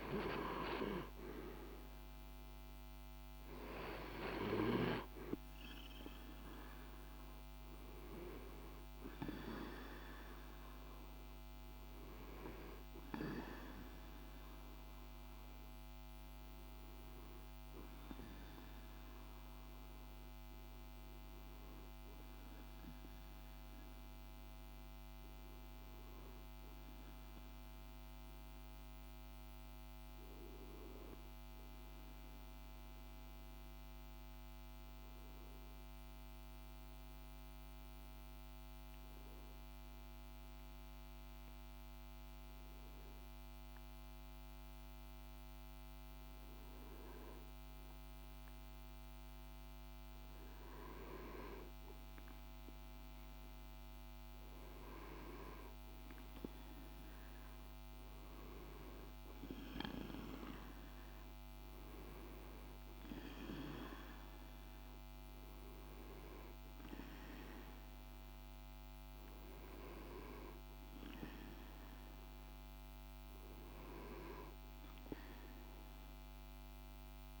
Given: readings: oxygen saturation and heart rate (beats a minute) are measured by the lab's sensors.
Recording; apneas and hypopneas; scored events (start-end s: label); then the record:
breathing in sleep by a microphone on the trachea; 1
0.00-13.50 s: oxygen desaturation (device-marked, oxygen 91% lowest, heart rate 50 extreme)
28.50-77.40 s: new sleep stage, N2 (light sleep)
31.50-49.00 s: obstructive apnea (oxygen 99% before, 95% lowest, heart rate 52 before, 50 extreme, up 1 after)
51.50-55.00 s: arousal
60.50-77.40 s: oxygen desaturation (device-marked, oxygen 98% before, 95% lowest, heart rate 51 before, 49 extreme)
From the record:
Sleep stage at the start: REM sleep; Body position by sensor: on the back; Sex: male